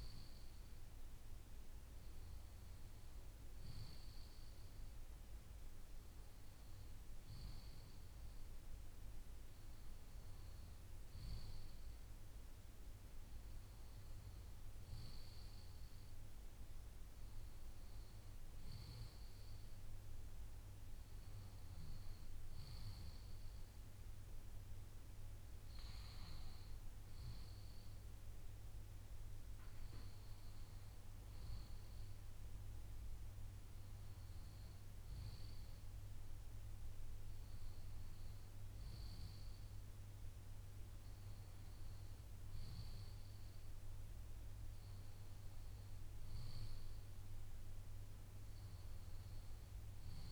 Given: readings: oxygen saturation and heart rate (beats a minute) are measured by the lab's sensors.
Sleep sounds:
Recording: breathing in sleep, hard to hear, by a room microphone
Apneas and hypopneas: none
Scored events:
none scored
From the record:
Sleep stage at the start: N2 (light sleep)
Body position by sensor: on the left side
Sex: male

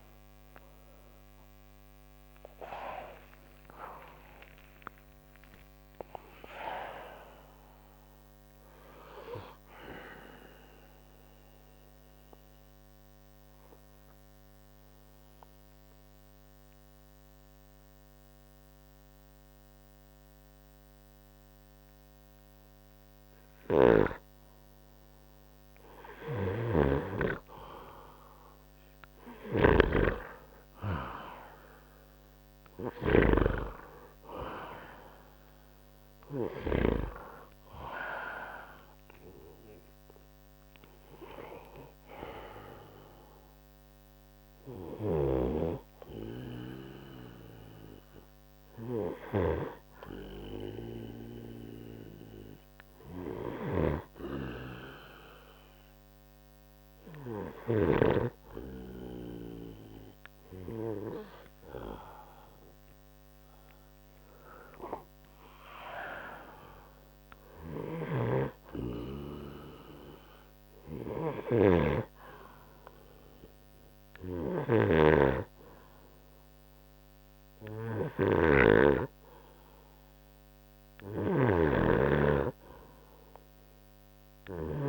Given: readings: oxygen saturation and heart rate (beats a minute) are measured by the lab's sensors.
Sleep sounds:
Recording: breathing in sleep by a microphone on the trachea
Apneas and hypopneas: 2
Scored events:
0.00-4.50 s: snoring (device-marked)
3.50-7.50 s: arousal
7.00-12.00 s: oxygen desaturation (device-marked, oxygen 97% before, 94% lowest, heart rate 114 before, 59 extreme)
10.50-24.50 s: mixed apnea (oxygen 97% before, 91% lowest, heart rate 112 before, 59 extreme, up 4 after)
23.50-33.50 s: snoring (device-marked)
27.00-30.50 s: arousal
35.00-55.00 s: oxygen desaturation (device-marked, oxygen 97% before, 91% lowest, heart rate 61 before, 61 extreme)
51.50-62.50 s: hypopnea (oxygen 97% before, 93% lowest, heart rate 64 before, 61 extreme, up 13 after)
64.00-67.50 s: arousal
68.00-84.89 s: snoring (device-marked)
From the record:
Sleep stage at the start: N2 (light sleep)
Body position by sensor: on the right side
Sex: male

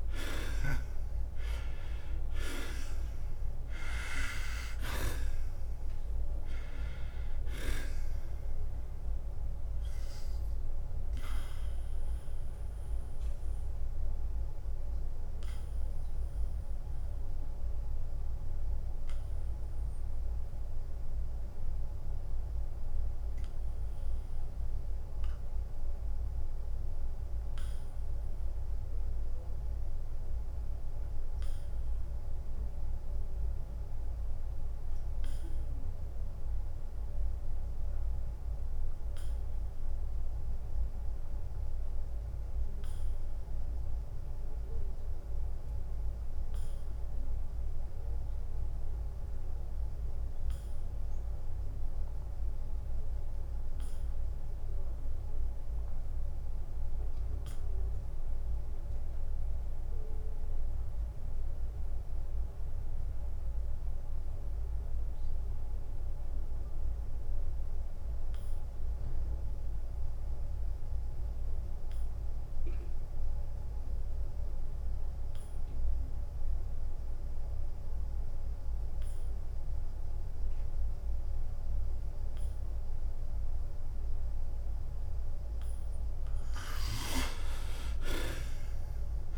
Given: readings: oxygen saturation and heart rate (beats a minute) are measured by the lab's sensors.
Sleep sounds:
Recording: breathing in sleep by a room microphone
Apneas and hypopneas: 1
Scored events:
0.00-4.00 s: arousal
0.00-13.50 s: drop in pulse transit time (device-marked, heart rate 86 extreme)
0.00-33.50 s: oxygen desaturation (device-marked, oxygen 77% lowest, heart rate 79 extreme)
14.00-84.50 s: obstructive apnea (oxygen 98% before, 61% lowest, heart rate 89 before, 74 extreme, up 20 after)
56.50-68.50 s: drop in pulse transit time (device-marked, heart rate 82 before, 82 extreme)
74.50-89.38 s: new sleep stage, REM sleep
86.50-89.38 s: oxygen desaturation (device-marked, oxygen 95% before, 61% lowest, heart rate 78 before, 86 extreme)
87.50-89.38 s: drop in pulse transit time (device-marked, heart rate 77 before, 84 extreme)
From the record:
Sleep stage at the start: N2 (light sleep)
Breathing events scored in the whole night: 193 in 2.7 hours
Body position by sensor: on the back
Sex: male

